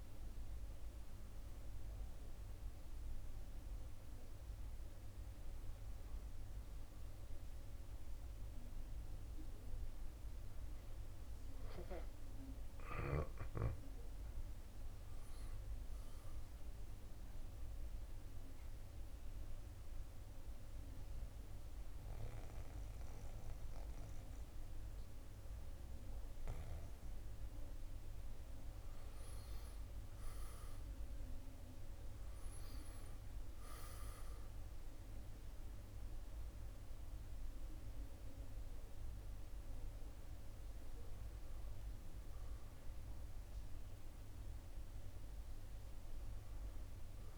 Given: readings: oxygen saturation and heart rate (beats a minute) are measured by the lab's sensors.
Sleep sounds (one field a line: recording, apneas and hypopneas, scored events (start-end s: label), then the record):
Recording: breathing in sleep, hard to hear, by a room microphone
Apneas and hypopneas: 1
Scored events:
0.00-5.00 s: oxygen desaturation (device-marked, oxygen 88% lowest, heart rate 64 extreme)
10.00-13.00 s: arousal
17.50-29.00 s: mixed apnea (oxygen 97% before, 88% lowest, heart rate 71 before, 64 extreme, up 9 after)
33.00-38.00 s: arousal
34.00-45.00 s: drop in pulse transit time (device-marked, heart rate 68 before, 70 extreme)
38.00-47.38 s: oxygen desaturation (device-marked, oxygen 94% before, 88% lowest, heart rate 69 before, 63 extreme)
From the record:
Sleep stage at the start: N1 (lightest sleep)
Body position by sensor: on the back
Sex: male